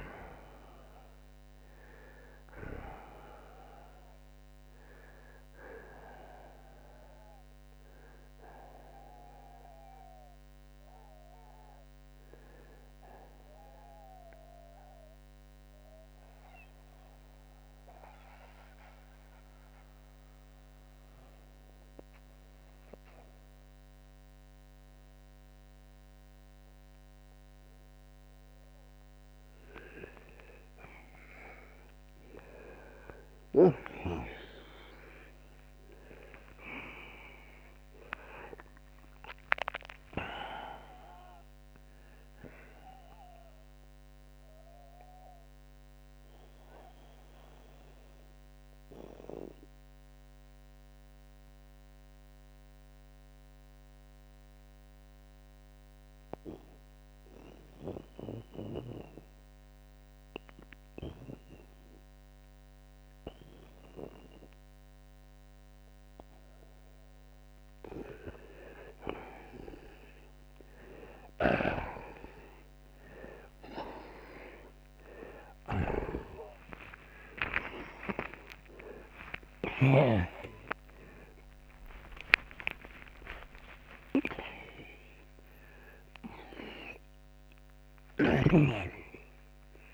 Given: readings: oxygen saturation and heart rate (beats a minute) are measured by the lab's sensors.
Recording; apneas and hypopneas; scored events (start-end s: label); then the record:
breathing in sleep by a microphone on the trachea; 2
14.50-30.00 s: mixed apnea (oxygen 92% before, 85% lowest)
19.00-34.00 s: oxygen desaturation (device-marked, oxygen 90% before, 85% lowest)
32.50-39.00 s: arousal
42.00-67.00 s: mixed apnea (oxygen 94% before, 88% lowest)
43.00-73.00 s: new sleep stage, N2 (light sleep)
55.00-68.00 s: oxygen desaturation (device-marked, oxygen 93% before, 88% lowest)
71.00-80.00 s: snoring (device-marked)
73.00-89.94 s: new sleep stage, awake
From the record:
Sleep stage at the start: N1 (lightest sleep); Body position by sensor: on the right side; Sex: male